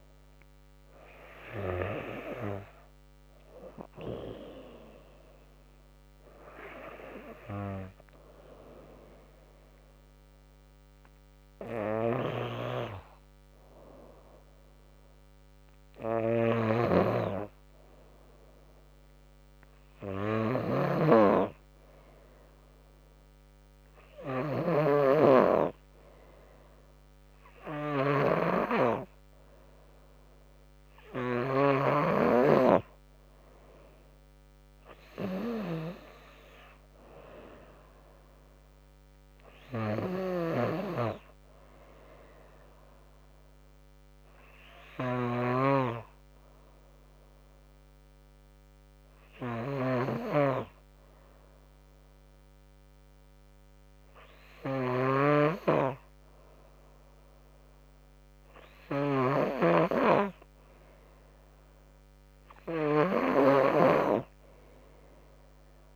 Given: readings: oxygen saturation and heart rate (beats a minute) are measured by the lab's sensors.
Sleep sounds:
breathing in sleep by a microphone on the trachea; 1
1.00-3.00 s: long interval between heartbeats (device-marked, heart rate 92 before, 78 extreme)
2.00-8.00 s: bradycardia (device-marked)
6.50-8.50 s: long interval between heartbeats (device-marked, heart rate 88 before, 49 extreme)
9.00-11.00 s: long interval between heartbeats (device-marked, heart rate 82 before, 44 extreme)
11.50-65.96 s: snoring (device-marked)
16.00-18.00 s: long interval between heartbeats (device-marked, heart rate 70 before, 73 extreme)
19.00-29.00 s: bradycardia (device-marked)
20.00-22.00 s: long interval between heartbeats (device-marked, heart rate 67 before, 64 extreme)
24.50-26.50 s: long interval between heartbeats (device-marked, heart rate 63 before, 58 extreme)
28.00-30.00 s: long interval between heartbeats (device-marked, heart rate 62 before, 50 extreme)
32.00-43.00 s: drop in pulse transit time (device-marked, heart rate 62 before, 52 extreme)
32.50-34.50 s: long interval between heartbeats (device-marked, heart rate 62 before, 62 extreme)
34.50-38.00 s: arousal
35.00-40.00 s: bradycardia (device-marked)
44.00-60.50 s: obstructive apnea (oxygen 97% before, 92% lowest, heart rate 58 before, 74 extreme, up 15 after)
64.00-65.96 s: arousal
From the record:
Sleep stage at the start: N2 (light sleep); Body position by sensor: on the back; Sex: female

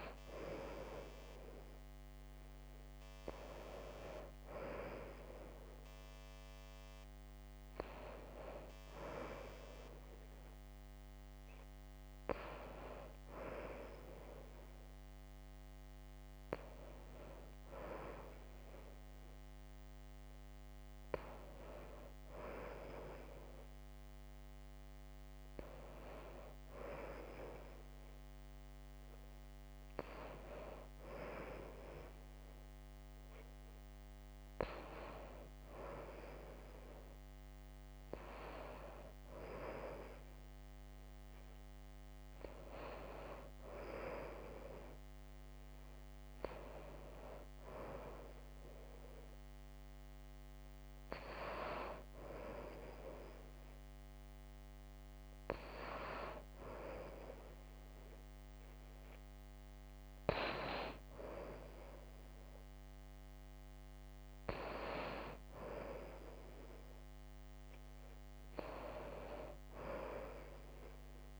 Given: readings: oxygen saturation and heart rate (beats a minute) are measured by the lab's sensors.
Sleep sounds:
breathing in sleep by a microphone on the trachea; none
none scored
From the record:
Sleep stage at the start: N2 (light sleep); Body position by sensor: on the right side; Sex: female

